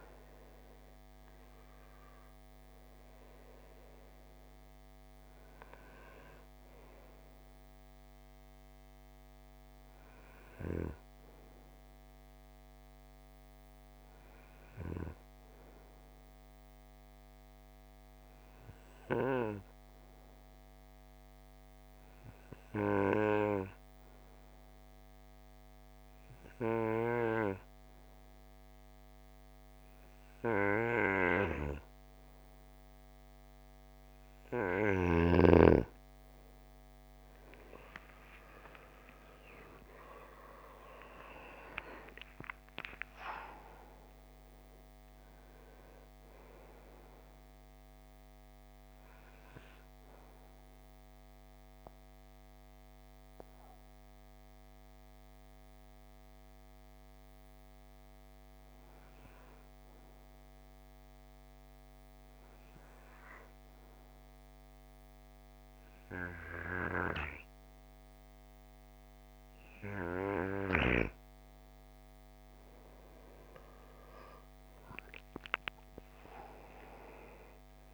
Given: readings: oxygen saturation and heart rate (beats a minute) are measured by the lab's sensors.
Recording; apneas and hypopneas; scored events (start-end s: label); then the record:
breathing in sleep by a microphone on the trachea; 2
8.00-23.00 s: oxygen desaturation (device-marked, oxygen 95% before, 89% lowest, heart rate 61 before, 51 extreme)
16.00-33.50 s: obstructive apnea (oxygen 95% before, 89% lowest, heart rate 60 before, 52 extreme)
38.00-42.50 s: arousal
50.50-70.00 s: mixed apnea (oxygen 95% before, 89% lowest, heart rate 99 before, 52 extreme, up 40 after)
73.50-77.94 s: arousal
76.00-77.94 s: oxygen desaturation (device-marked, oxygen 97% before, 89% lowest, heart rate 56 before, 52 extreme)
From the record:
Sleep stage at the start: N2 (light sleep); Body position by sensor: on the right side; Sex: male